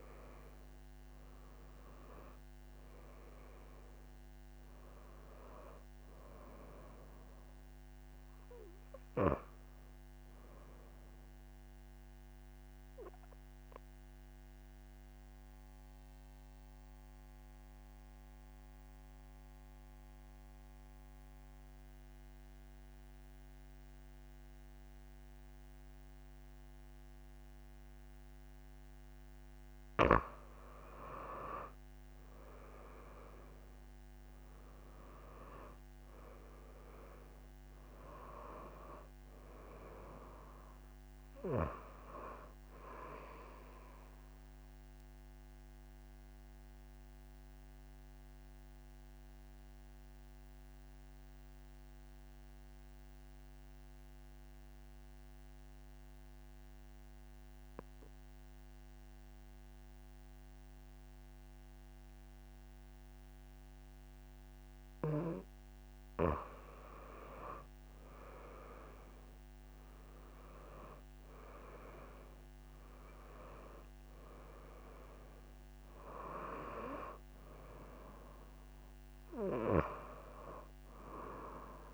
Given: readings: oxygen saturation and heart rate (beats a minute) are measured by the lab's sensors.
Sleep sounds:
breathing in sleep by a microphone on the trachea; 2
0.00-17.50 s: oxygen desaturation (device-marked, oxygen 91% lowest)
13.00-29.00 s: obstructive apnea (oxygen 97% before, 90% lowest)
30.00-33.50 s: arousal
34.50-56.50 s: oxygen desaturation (device-marked, oxygen 98% before, 91% lowest)
43.00-65.50 s: obstructive apnea (oxygen 98% before, 90% lowest)
66.50-69.50 s: arousal
69.50-81.94 s: oxygen desaturation (device-marked, oxygen 98% before, 90% lowest)
From the record:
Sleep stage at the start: N2 (light sleep); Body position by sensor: on the back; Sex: female

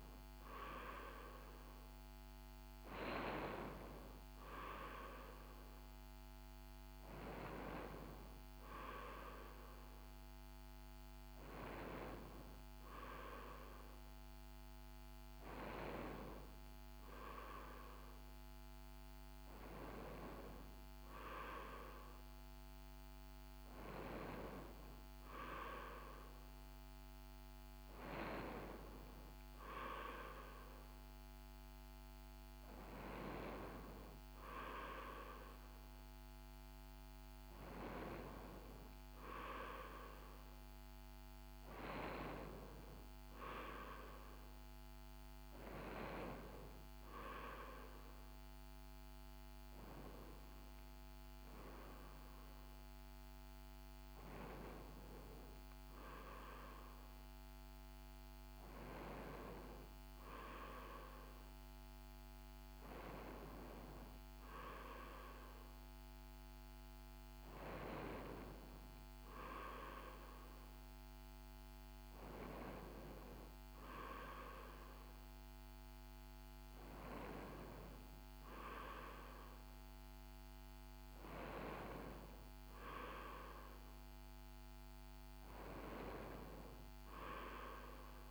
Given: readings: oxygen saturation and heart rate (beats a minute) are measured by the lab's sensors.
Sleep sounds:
breathing in sleep by a microphone on the trachea; none
none scored
From the record:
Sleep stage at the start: N3 (deep sleep); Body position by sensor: on the right side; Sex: female

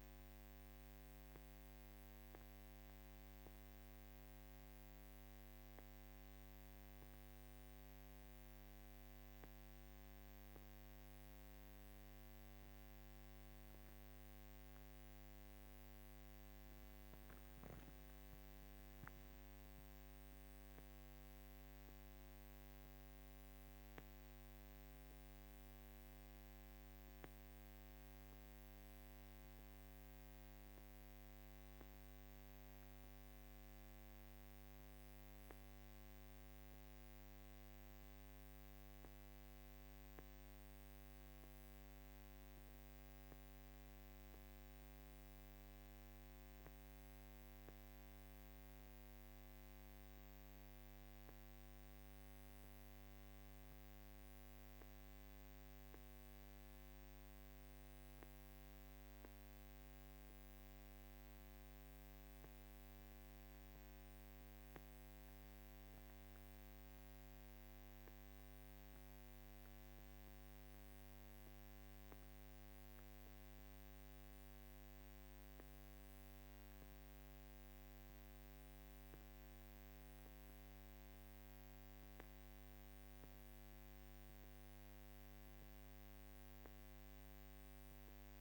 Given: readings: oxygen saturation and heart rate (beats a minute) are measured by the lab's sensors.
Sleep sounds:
breathing in sleep, hard to hear, by a microphone on the trachea; none
none scored
From the record:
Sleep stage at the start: N2 (light sleep); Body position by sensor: on the back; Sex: female

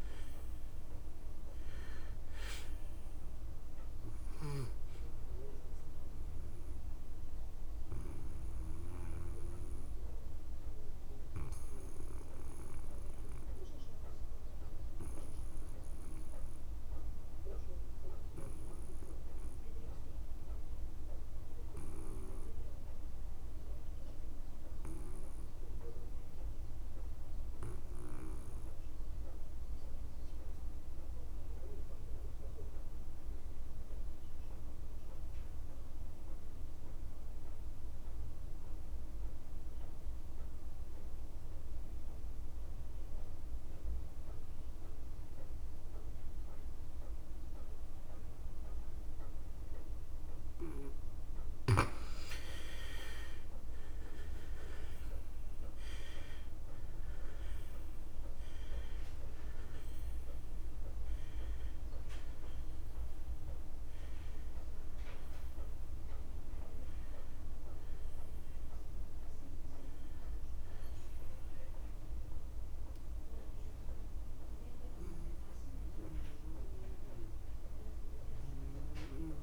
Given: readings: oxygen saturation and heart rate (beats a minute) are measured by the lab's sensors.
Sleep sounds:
breathing in sleep by a room microphone; 1
0.00-24.50 s: oxygen desaturation (device-marked, oxygen 83% lowest)
8.50-51.00 s: obstructive apnea (oxygen 99% before, 74% lowest)
32.50-70.50 s: oxygen desaturation (device-marked, oxygen 98% before, 78% lowest)
54.00-58.50 s: arousal
72.50-79.43 s: oxygen desaturation (device-marked, oxygen 81% before, 74% lowest)
From the record:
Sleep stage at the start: N2 (light sleep); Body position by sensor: on the back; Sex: male

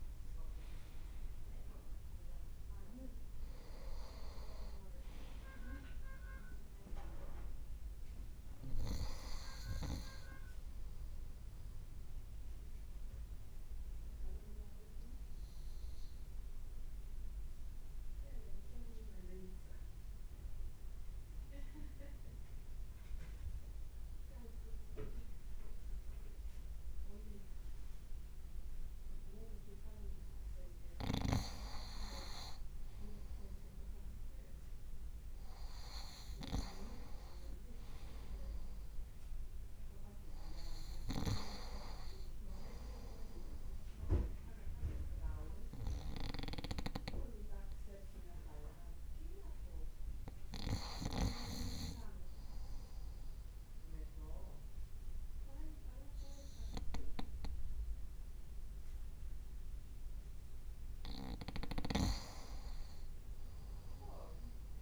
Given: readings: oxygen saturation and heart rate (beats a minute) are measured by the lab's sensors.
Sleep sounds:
breathing in sleep by a room microphone; 2
12.00-29.00 s: obstructive apnea (oxygen 96% before, 93% lowest, heart rate 59 before, 54 extreme, up 2 after)
32.50-35.50 s: arousal
50.00-60.00 s: obstructive apnea (oxygen 97% before, 94% lowest, heart rate 56 before, 54 extreme, up 1 after)
63.00-64.82 s: arousal
63.00-64.82 s: leg movement (device-marked)
From the record:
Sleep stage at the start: N2 (light sleep); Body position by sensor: on the front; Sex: male

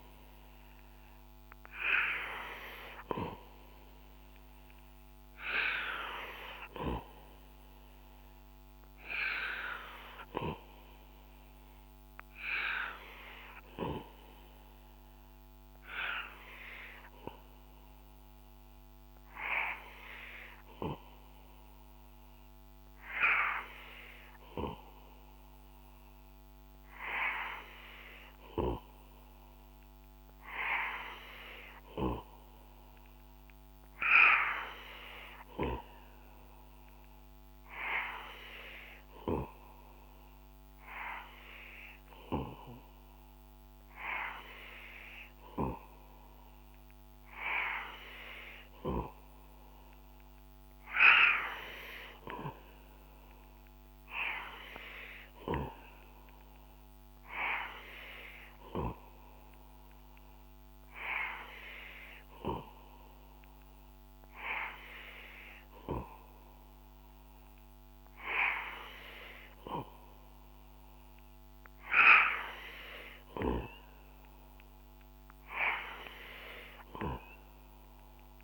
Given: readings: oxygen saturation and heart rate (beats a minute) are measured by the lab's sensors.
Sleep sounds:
breathing in sleep by a microphone on the trachea; none
none scored
From the record:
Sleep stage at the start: N2 (light sleep); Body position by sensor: on the back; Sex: male

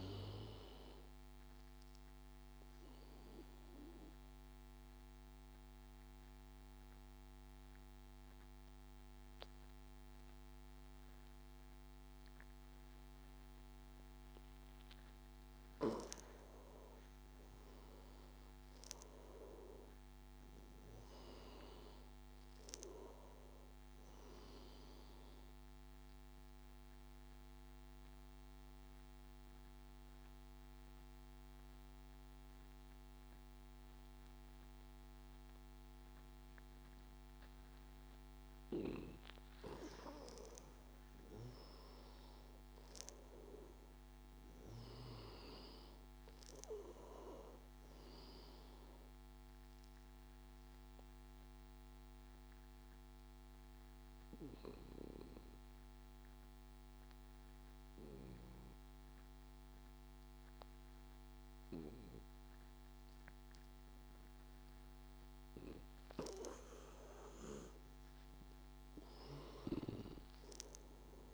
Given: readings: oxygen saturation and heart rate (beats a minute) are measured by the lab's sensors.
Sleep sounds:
breathing in sleep by a microphone on the trachea; 3
0.00-5.00 s: oxygen desaturation (device-marked, oxygen 90% lowest, heart rate 85 extreme)
1.50-15.00 s: obstructive apnea (oxygen 97% before, 90% lowest, heart rate 89 before, 82 extreme, up 4 after)
16.00-19.50 s: arousal
23.00-38.00 s: oxygen desaturation (device-marked, oxygen 98% before, 92% lowest, heart rate 88 before, 82 extreme)
25.50-39.50 s: obstructive apnea (oxygen 98% before, 92% lowest, heart rate 88 before, 82 extreme, up 10 after)
41.00-44.50 s: arousal
45.00-62.00 s: oxygen desaturation (device-marked, oxygen 97% before, 93% lowest, heart rate 85 before, 84 extreme)
50.00-66.00 s: obstructive apnea (oxygen 97% before, 91% lowest, heart rate 87 before, 83 extreme, up 4 after)
67.00-70.00 s: arousal
From the record:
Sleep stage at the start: N2 (light sleep); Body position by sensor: on the back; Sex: male

